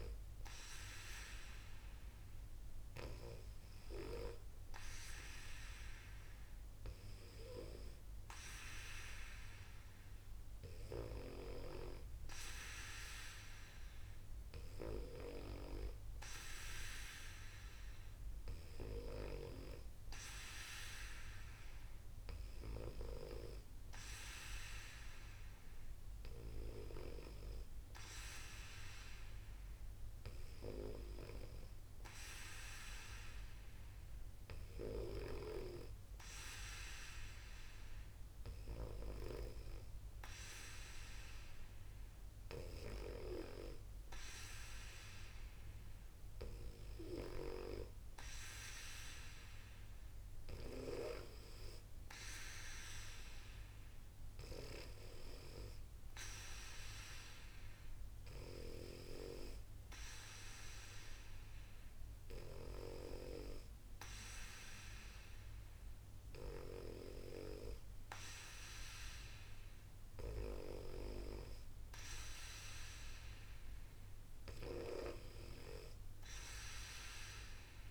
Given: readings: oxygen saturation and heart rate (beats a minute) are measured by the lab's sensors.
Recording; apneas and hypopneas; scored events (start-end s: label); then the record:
breathing in sleep by a room microphone; none
none scored
From the record:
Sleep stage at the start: N2 (light sleep); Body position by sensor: on the back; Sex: female